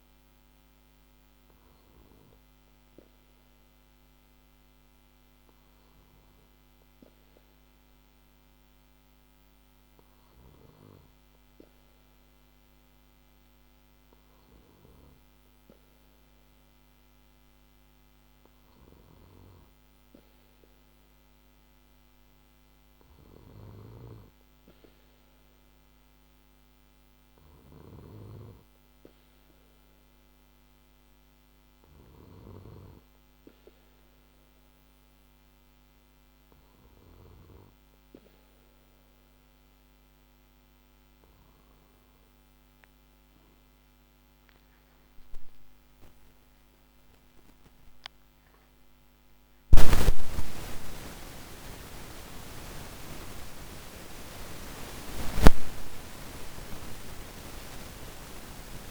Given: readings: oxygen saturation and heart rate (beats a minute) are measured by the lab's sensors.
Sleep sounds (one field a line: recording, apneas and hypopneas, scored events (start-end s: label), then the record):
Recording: breathing in sleep by a microphone on the trachea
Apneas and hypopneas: none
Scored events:
44.50-51.50 s: arousal
From the record:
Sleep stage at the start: N2 (light sleep)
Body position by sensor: on the back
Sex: male